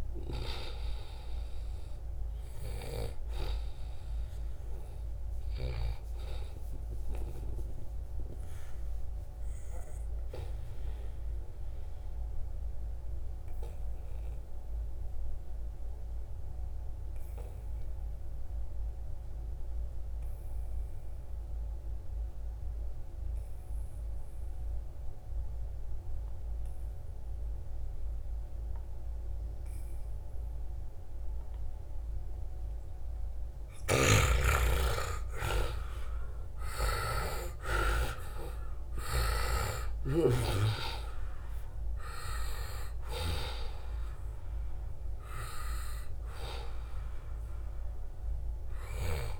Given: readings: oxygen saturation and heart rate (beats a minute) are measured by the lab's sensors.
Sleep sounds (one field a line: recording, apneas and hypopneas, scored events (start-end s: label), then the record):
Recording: breathing in sleep by a room microphone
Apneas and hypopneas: 1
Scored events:
0.00-10.00 s: oxygen desaturation (device-marked, oxygen 92% lowest, heart rate 67 extreme)
6.50-33.00 s: obstructive apnea (oxygen 97% before, 88% lowest, heart rate 77 before, 67 extreme, up 6 after)
16.00-49.40 s: new sleep stage, N2 (light sleep)
24.00-49.40 s: oxygen desaturation (device-marked, oxygen 97% before, 88% lowest, heart rate 76 before, 67 extreme)
33.50-39.00 s: snoring (device-marked)
34.50-39.00 s: arousal
From the record:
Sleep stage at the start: N1 (lightest sleep)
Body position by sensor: on the right side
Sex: male